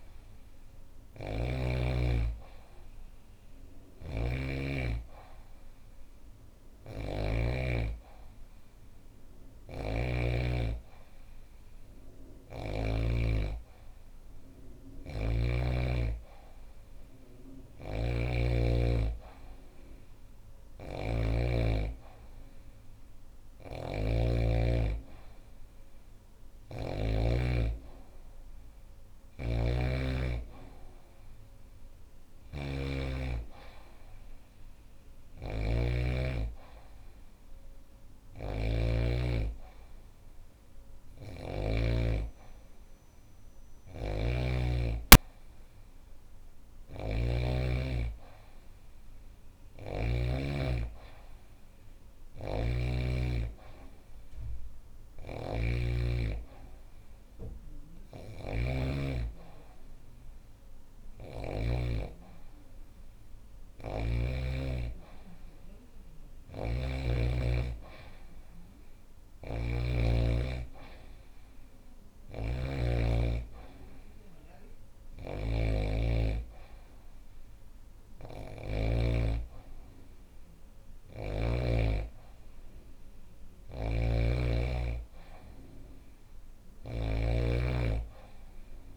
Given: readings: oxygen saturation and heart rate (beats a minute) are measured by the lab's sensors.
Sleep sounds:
breathing in sleep by a room microphone; none
0.00-1.00 s: snoring (device-marked)
3.00-12.50 s: snoring (device-marked)
17.00-26.50 s: snoring (device-marked)
28.50-41.00 s: snoring (device-marked)
43.00-49.50 s: snoring (device-marked)
51.50-61.00 s: snoring (device-marked)
65.50-81.00 s: snoring (device-marked)
83.00-88.97 s: snoring (device-marked)
From the record:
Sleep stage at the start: N2 (light sleep); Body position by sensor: on the back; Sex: female

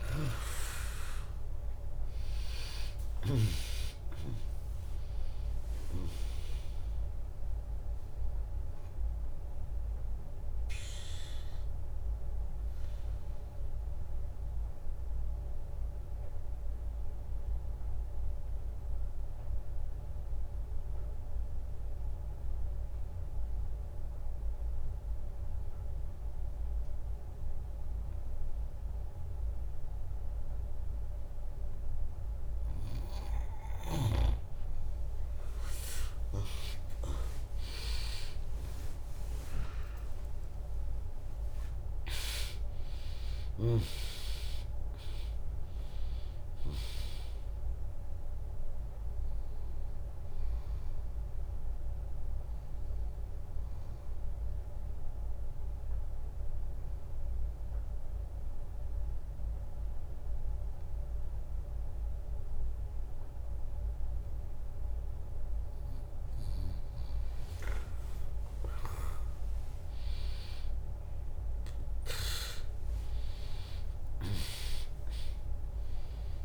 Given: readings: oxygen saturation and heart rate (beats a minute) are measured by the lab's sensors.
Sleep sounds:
breathing in sleep by a room microphone; 2
0.00-1.50 s: arousal
2.50-4.50 s: long interval between heartbeats (device-marked, heart rate 69 before, 74 extreme)
2.50-16.50 s: drop in pulse transit time (device-marked, heart rate 69 before, 74 extreme)
3.50-16.50 s: oxygen desaturation (device-marked, oxygen 99% before, 95% lowest, heart rate 69 before, 59 extreme)
9.00-32.50 s: obstructive apnea (oxygen 99% before, 95% lowest, heart rate 71 before, 59 extreme, up 6 after)
35.50-41.00 s: arousal
38.50-50.50 s: drop in pulse transit time (device-marked, heart rate 73 before, 69 extreme)
39.50-63.50 s: oxygen desaturation (device-marked, oxygen 100% before, 95% lowest, heart rate 72 before, 59 extreme)
53.00-66.00 s: obstructive apnea (oxygen 100% before, 95% lowest, heart rate 77 before, 59 extreme)
73.50-76.45 s: drop in pulse transit time (device-marked, heart rate 74 before, 64 extreme)
From the record:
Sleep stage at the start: N2 (light sleep); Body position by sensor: on the back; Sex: female

